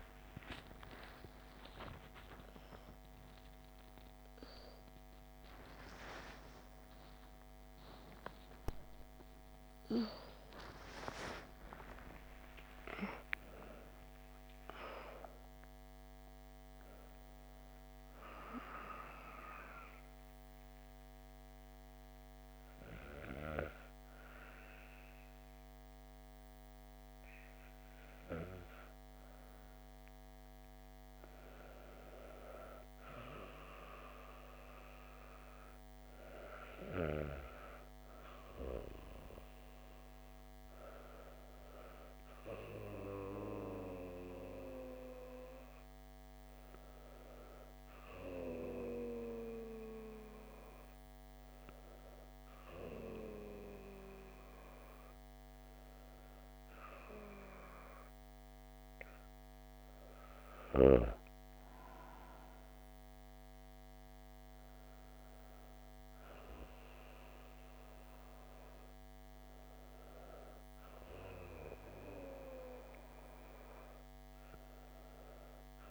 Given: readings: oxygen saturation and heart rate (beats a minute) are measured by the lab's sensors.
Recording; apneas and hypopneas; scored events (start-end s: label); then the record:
breathing in sleep by a microphone on the trachea; 1
0.00-8.00 s: arousal
18.50-30.00 s: hypopnea (oxygen 96% before, 93% lowest)
32.50-36.00 s: arousal
38.00-53.00 s: oxygen desaturation (device-marked, oxygen 97% before, 93% lowest)
From the record:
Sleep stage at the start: N2 (light sleep); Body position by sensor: on the back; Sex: female